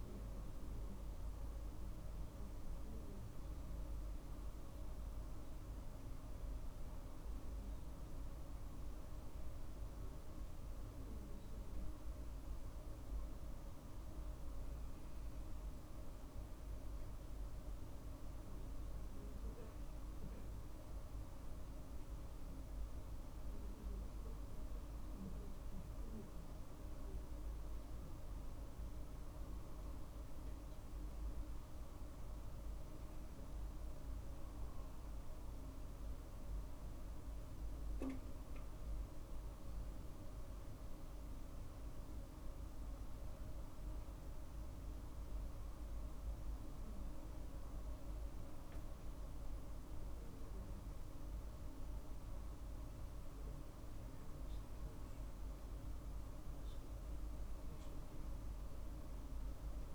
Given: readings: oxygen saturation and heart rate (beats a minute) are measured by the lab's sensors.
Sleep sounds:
breathing in sleep, hard to hear, by a room microphone; none
58.50-59.95 s: arousal
From the record:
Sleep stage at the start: N2 (light sleep); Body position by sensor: on the right side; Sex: male

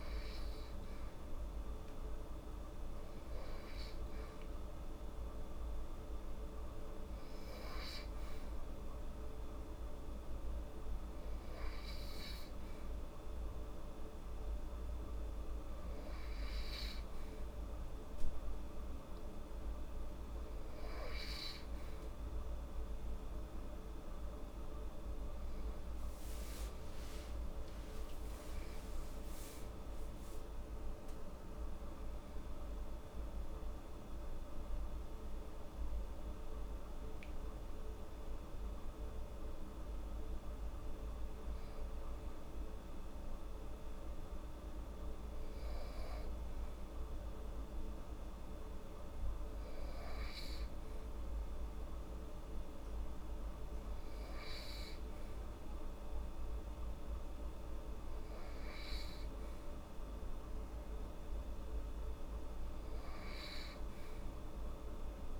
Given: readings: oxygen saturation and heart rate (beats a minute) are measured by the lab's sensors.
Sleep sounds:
breathing in sleep, hard to hear, by a room microphone; none
26.00-30.00 s: arousal
From the record:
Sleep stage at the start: N2 (light sleep); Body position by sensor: on the right side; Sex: female

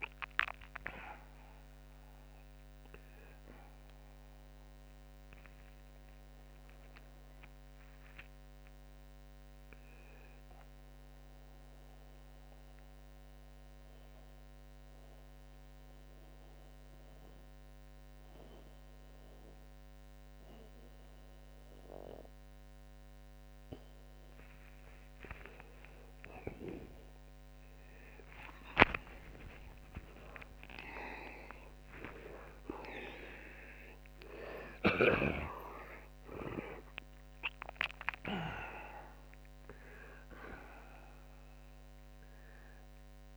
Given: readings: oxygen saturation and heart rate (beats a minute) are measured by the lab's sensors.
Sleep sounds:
breathing in sleep by a microphone on the trachea; 1
12.50-24.50 s: mixed apnea (oxygen 92% before, 84% lowest)
23.00-43.37 s: new sleep stage, N1 (lightest sleep)
26.00-34.00 s: oxygen desaturation (device-marked, oxygen 91% before, 84% lowest)
27.50-32.50 s: arousal
From the record:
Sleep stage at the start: N2 (light sleep); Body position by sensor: on the back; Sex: male

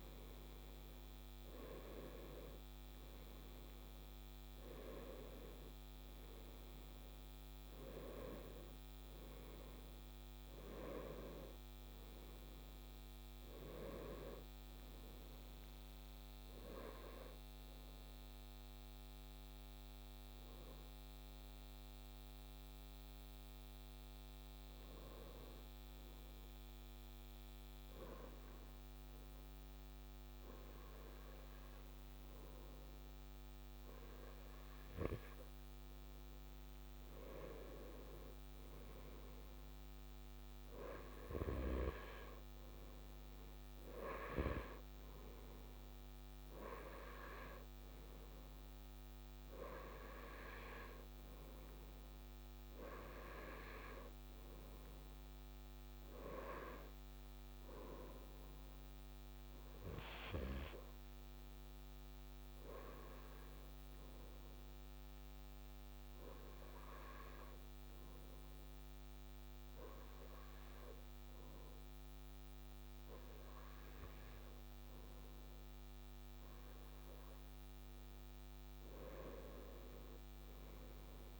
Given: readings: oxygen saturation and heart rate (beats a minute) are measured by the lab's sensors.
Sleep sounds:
breathing in sleep by a microphone on the trachea; 2
19.50-33.50 s: hypopnea (oxygen 97% before, 95% lowest, heart rate 146 before, 70 extreme, up 32 after)
36.00-40.50 s: arousal
54.00-58.50 s: arousal
61.00-75.50 s: hypopnea (oxygen 97% before, 95% lowest)
From the record:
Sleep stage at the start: N2 (light sleep); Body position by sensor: on the right side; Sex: male

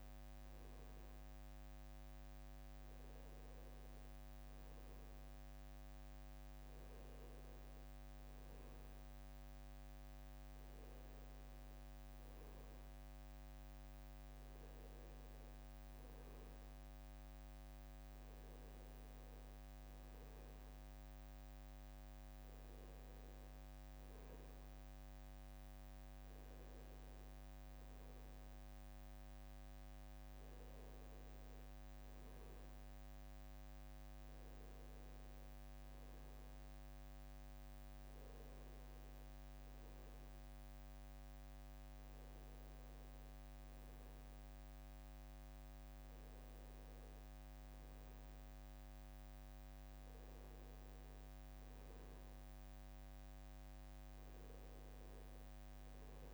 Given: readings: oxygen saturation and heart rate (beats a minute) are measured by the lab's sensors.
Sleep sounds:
a person awake in a sleep study, hard to hear, by a microphone on the trachea; none
none scored
From the record:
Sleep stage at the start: awake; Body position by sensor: on the right side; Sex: male

